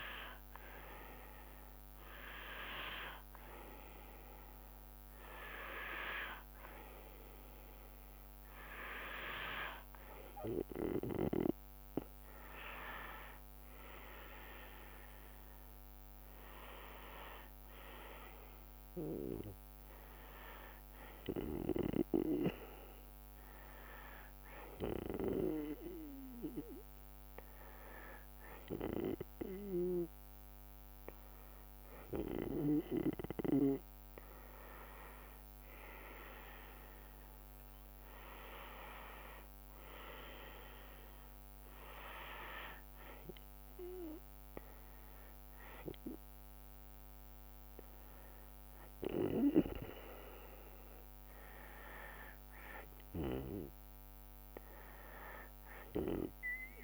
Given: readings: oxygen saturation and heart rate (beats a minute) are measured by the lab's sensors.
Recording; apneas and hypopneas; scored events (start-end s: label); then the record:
breathing in sleep by a microphone on the trachea; none
10.00-23.00 s: drop in pulse transit time (device-marked, heart rate 73 before, 73 extreme)
36.00-47.00 s: drop in pulse transit time (device-marked, heart rate 73 before, 71 extreme)
From the record:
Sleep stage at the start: N2 (light sleep); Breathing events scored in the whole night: 211 in 5.0 hours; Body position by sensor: on the back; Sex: female